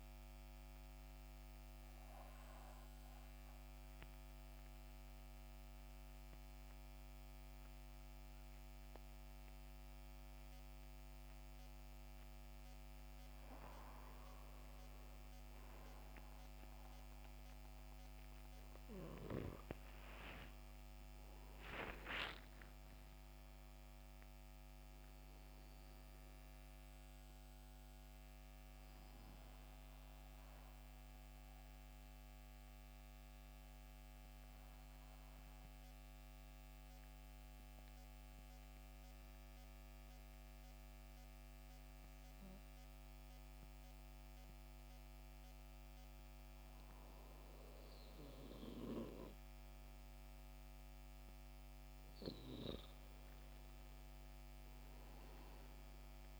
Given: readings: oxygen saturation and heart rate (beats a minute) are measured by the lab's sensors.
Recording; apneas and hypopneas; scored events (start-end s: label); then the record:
breathing in sleep by a microphone on the trachea; 2
2.00-12.50 s: central apnea (oxygen 94% before, 86% lowest, heart rate 74 before, 66 extreme, up 3 after)
12.50-39.50 s: oxygen desaturation (device-marked, oxygen 93% before, 86% lowest, heart rate 70 before, 67 extreme)
16.50-19.50 s: arousal
27.50-48.00 s: mixed apnea (oxygen 94% before, 86% lowest, heart rate 70 before, 67 extreme, up 11 after)
52.50-55.00 s: arousal
From the record:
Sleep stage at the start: N2 (light sleep); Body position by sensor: on the back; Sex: male